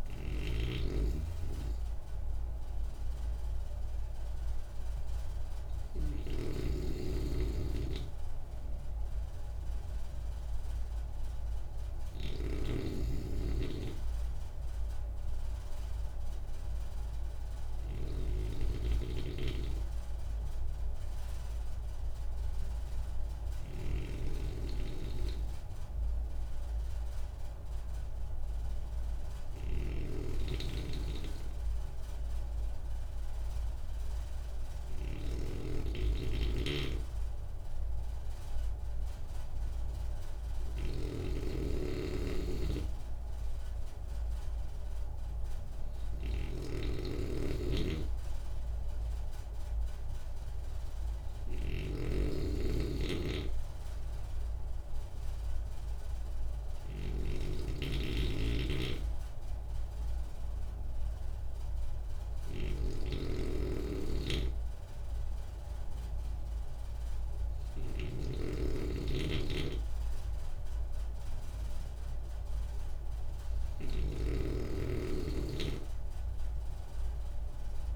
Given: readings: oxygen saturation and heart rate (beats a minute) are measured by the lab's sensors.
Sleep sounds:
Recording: breathing in sleep by a room microphone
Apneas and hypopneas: none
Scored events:
0.00-6.50 s: snoring (device-marked)
12.50-77.95 s: snoring (device-marked)
From the record:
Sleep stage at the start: N2 (light sleep)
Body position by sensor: on the right side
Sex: male

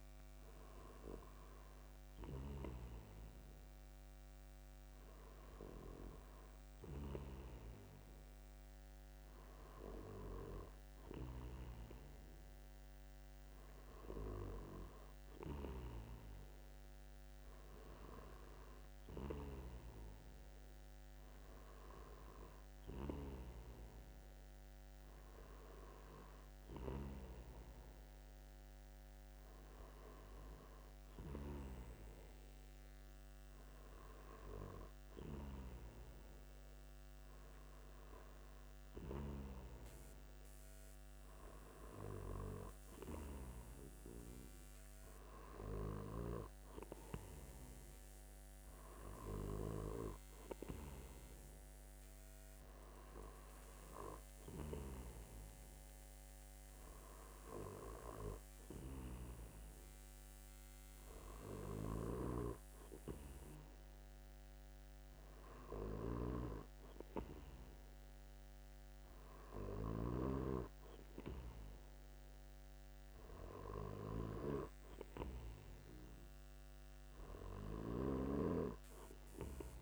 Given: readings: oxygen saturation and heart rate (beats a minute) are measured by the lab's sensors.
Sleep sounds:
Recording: breathing in sleep by a microphone on the trachea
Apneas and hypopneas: none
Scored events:
62.00-70.50 s: snoring (device-marked)
From the record:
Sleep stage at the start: N2 (light sleep)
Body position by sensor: on the back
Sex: male

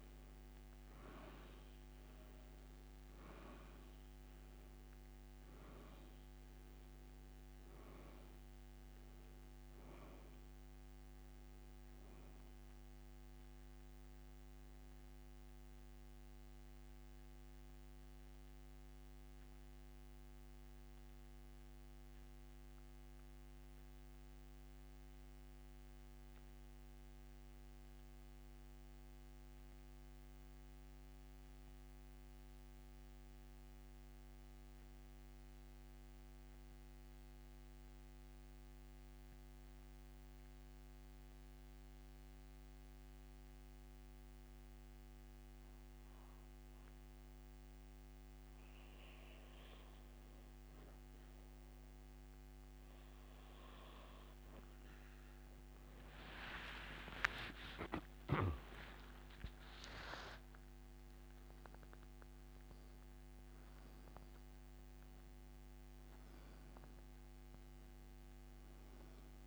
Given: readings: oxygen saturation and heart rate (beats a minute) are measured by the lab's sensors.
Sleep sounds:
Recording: breathing in sleep by a microphone on the trachea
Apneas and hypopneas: 1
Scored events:
15.00-22.00 s: oxygen desaturation (device-marked, oxygen 94% before, 91% lowest, heart rate 86 before, 67 extreme)
18.50-51.50 s: mixed apnea (oxygen 96% before, 87% lowest, heart rate 83 before, 67 extreme, up 18 after)
24.00-48.00 s: oxygen desaturation (device-marked, oxygen 93% before, 87% lowest, heart rate 83 before, 67 extreme)
56.50-60.00 s: arousal
From the record:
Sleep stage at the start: N2 (light sleep)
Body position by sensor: on the back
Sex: male

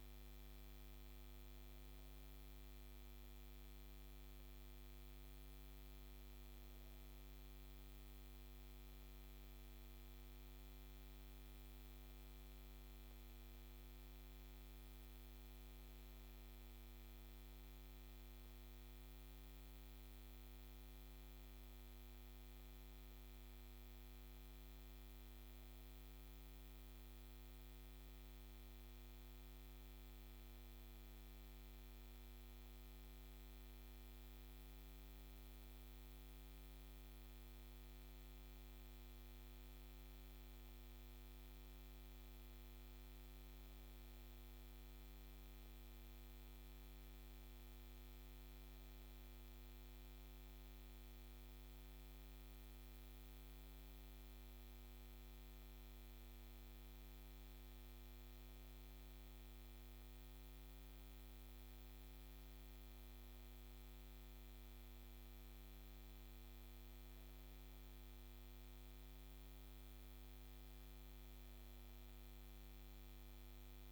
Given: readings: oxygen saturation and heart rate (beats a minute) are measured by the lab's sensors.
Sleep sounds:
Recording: breathing in sleep, hard to hear, by a microphone on the trachea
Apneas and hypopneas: none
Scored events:
none scored
From the record:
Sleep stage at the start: N2 (light sleep)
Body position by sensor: on the back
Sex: female

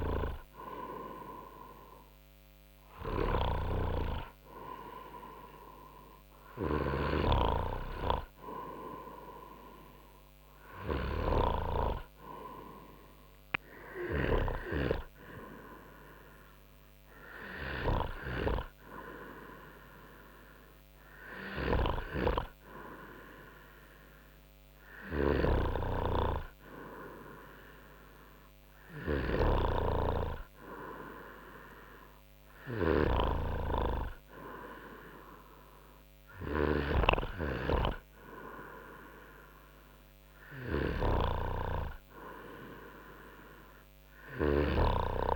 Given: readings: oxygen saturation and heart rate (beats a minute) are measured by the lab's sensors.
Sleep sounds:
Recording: breathing in sleep by a microphone on the trachea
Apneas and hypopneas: none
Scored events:
none scored
From the record:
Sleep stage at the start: N2 (light sleep)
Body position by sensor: on the front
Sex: male

